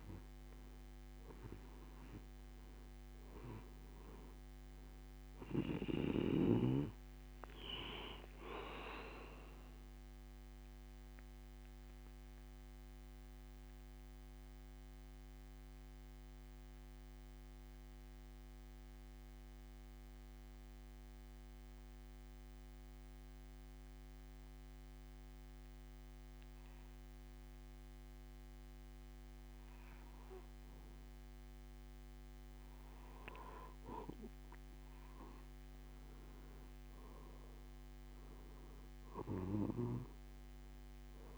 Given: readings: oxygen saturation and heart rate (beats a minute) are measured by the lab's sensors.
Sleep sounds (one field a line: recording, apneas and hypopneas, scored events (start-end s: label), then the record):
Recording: breathing in sleep by a microphone on the trachea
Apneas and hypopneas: 1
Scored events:
0.00-1.00 s: arousal
11.00-34.00 s: mixed apnea (oxygen 95% before, 92% lowest)
37.50-41.37 s: arousal
From the record:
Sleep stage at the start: N2 (light sleep)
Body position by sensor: on the back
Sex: male